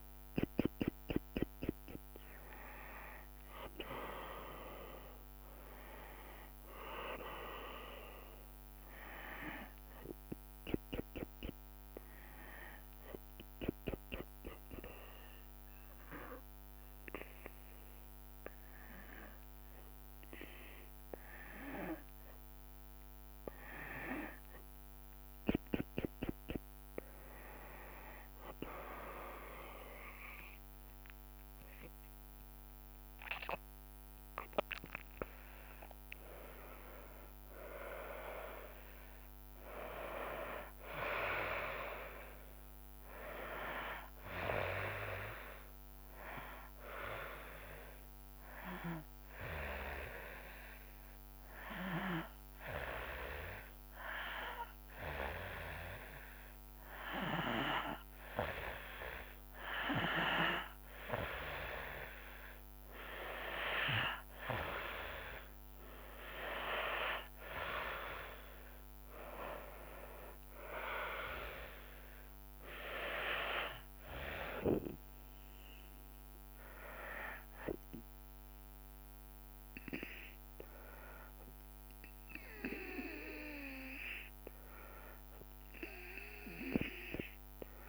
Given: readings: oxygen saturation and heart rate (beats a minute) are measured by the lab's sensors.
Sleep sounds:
breathing in sleep by a microphone on the trachea; 2
4.50-8.50 s: arousal
14.50-25.00 s: hypopnea (oxygen 96% before, 93% lowest, heart rate 72 before, 66 extreme, up 15 after)
29.50-41.50 s: drop in pulse transit time (device-marked, heart rate 67 before, 70 extreme)
29.50-45.50 s: oxygen desaturation (device-marked, oxygen 96% before, 93% lowest, heart rate 67 before, 66 extreme)
31.00-35.00 s: arousal
48.50-58.50 s: hypopnea (oxygen 96% before, 93% lowest, heart rate 75 before, 62 extreme, up 5 after)
65.50-86.50 s: oxygen desaturation (device-marked, oxygen 96% before, 93% lowest, heart rate 69 before, 62 extreme)
67.00-71.50 s: arousal
From the record:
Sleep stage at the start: N2 (light sleep); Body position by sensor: on the back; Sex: female

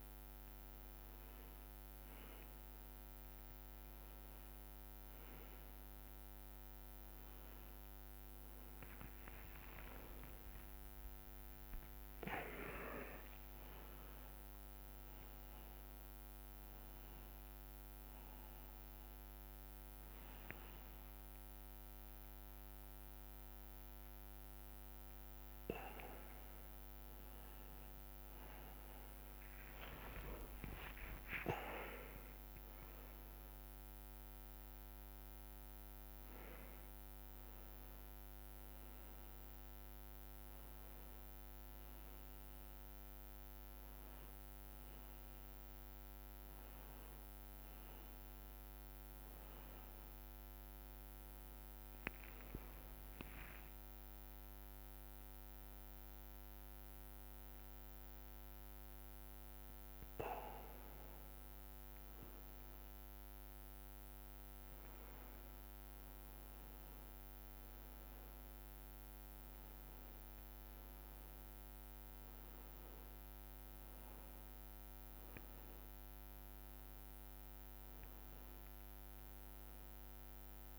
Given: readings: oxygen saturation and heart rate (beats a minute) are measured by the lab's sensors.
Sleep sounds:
a person awake in a sleep study, by a microphone on the trachea; none
0.00-7.00 s: drop in pulse transit time (device-marked, heart rate 65 extreme)
10.00-12.00 s: long interval between heartbeats (device-marked, heart rate 79 before, 83 extreme)
13.50-15.50 s: long interval between heartbeats (device-marked, heart rate 77 before, 90 extreme)
24.50-26.50 s: long interval between heartbeats (device-marked, heart rate 76 before, 80 extreme)
29.50-31.50 s: long interval between heartbeats (device-marked, heart rate 80 before, 87 extreme)
49.00-64.00 s: drop in pulse transit time (device-marked, heart rate 72 before, 60 extreme)
57.00-59.00 s: long interval between heartbeats (device-marked, heart rate 64 before, 65 extreme)
From the record:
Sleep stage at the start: awake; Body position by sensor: on the back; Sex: male

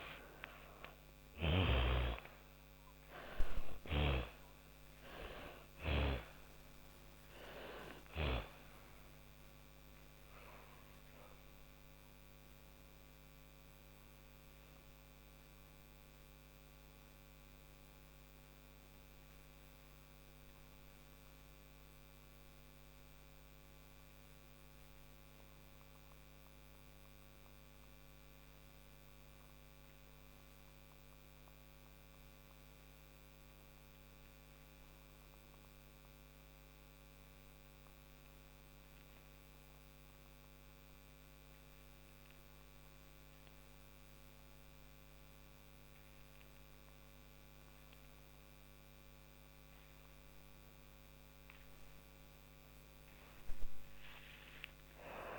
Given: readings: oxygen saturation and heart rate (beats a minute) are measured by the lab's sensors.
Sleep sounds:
breathing in sleep by a microphone on the trachea; 1
0.00-1.00 s: arousal
0.00-27.00 s: oxygen desaturation (device-marked, oxygen 86% lowest, heart rate 31 extreme)
9.50-50.50 s: obstructive apnea (oxygen 99% before, 84% lowest, heart rate 52 before, 31 extreme, up 31 after)
46.00-55.39 s: oxygen desaturation (device-marked, oxygen 98% before, 84% lowest, heart rate 39 before, 39 extreme)
53.00-55.39 s: arousal
From the record:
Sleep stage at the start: N2 (light sleep); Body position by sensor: on the back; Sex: female

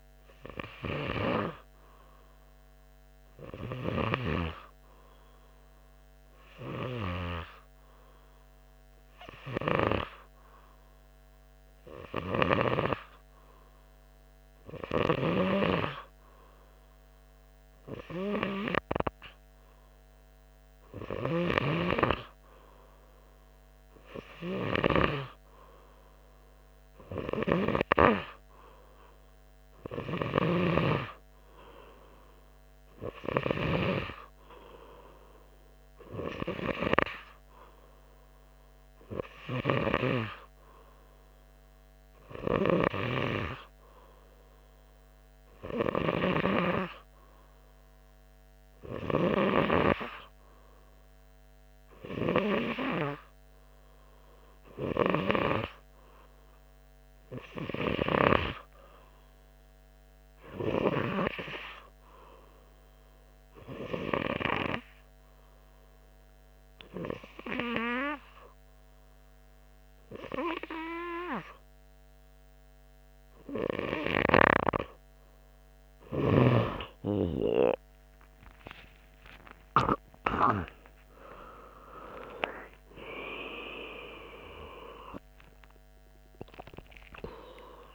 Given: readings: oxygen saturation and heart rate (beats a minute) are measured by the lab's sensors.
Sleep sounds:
breathing in sleep by a microphone on the trachea; 2
8.50-23.00 s: hypopnea (oxygen 98% before, 95% lowest, heart rate 92 before, 91 extreme, up 2 after)
25.50-30.00 s: arousal
63.50-75.50 s: obstructive apnea (oxygen 96% before, 94% lowest, heart rate 93 before, 91 extreme, up 26 after)
77.50-83.00 s: arousal
From the record:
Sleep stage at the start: N2 (light sleep); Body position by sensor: on the front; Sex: male

